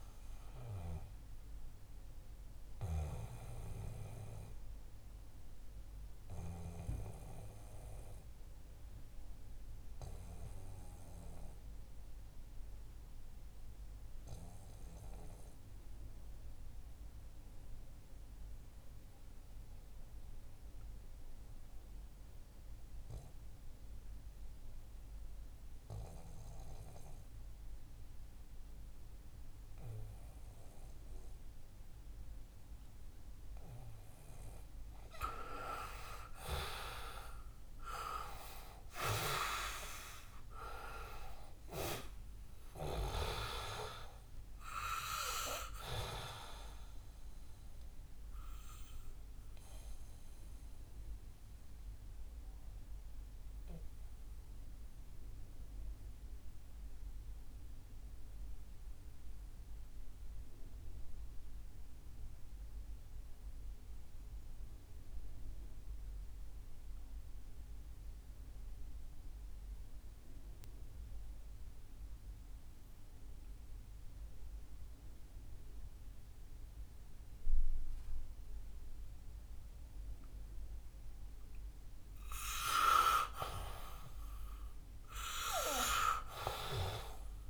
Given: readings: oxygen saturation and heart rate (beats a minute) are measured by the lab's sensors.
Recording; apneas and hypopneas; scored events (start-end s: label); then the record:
breathing in sleep by a room microphone; 2
0.00-21.50 s: oxygen desaturation (device-marked, oxygen 88% lowest, heart rate 59 extreme)
0.50-33.50 s: obstructive apnea (oxygen 99% before, 88% lowest, heart rate 64 before, 59 extreme, up 6 after)
34.50-64.50 s: oxygen desaturation (device-marked, oxygen 98% before, 88% lowest, heart rate 62 before, 60 extreme)
35.00-39.50 s: arousal
49.00-82.50 s: obstructive apnea (oxygen 98% before, 87% lowest, heart rate 65 before, 60 extreme, up 8 after)
79.50-87.50 s: new sleep stage, N2 (light sleep)
82.50-87.50 s: oxygen desaturation (device-marked, oxygen 98% before, 87% lowest, heart rate 68 before, 60 extreme)
84.00-87.50 s: arousal
From the record:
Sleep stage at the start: REM sleep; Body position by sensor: on the back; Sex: male